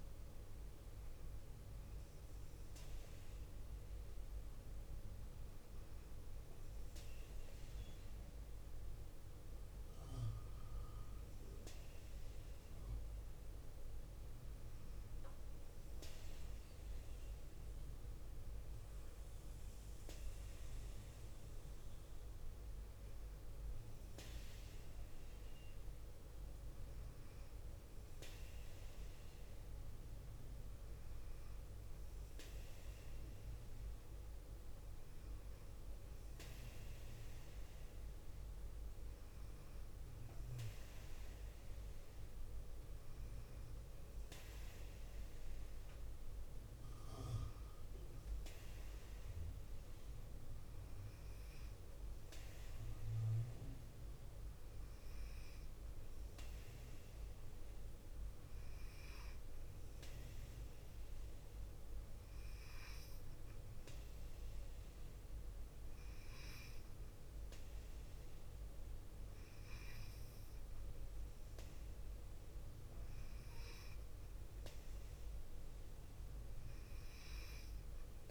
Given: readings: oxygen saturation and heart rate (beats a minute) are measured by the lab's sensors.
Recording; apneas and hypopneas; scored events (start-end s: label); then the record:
breathing in sleep, hard to hear, by a room microphone; none
65.00-67.00 s: long interval between heartbeats (device-marked, heart rate 53 before, 54 extreme)
From the record:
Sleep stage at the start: N2 (light sleep); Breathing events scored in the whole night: 174 in 4.2 hours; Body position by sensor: on the left side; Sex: female